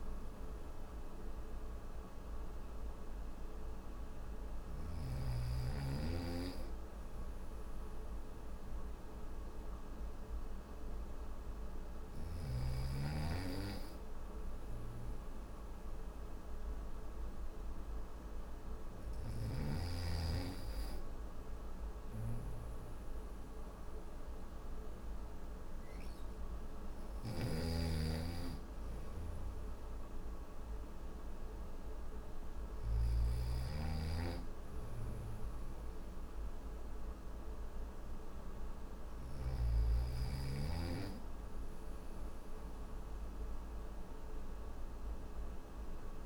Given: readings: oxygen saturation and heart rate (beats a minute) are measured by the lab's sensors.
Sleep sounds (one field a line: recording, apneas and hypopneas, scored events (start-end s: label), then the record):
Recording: breathing in sleep by a room microphone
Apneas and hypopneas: none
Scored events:
18.00-32.00 s: snoring (device-marked)
From the record:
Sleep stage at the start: N3 (deep sleep)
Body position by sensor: on the back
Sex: male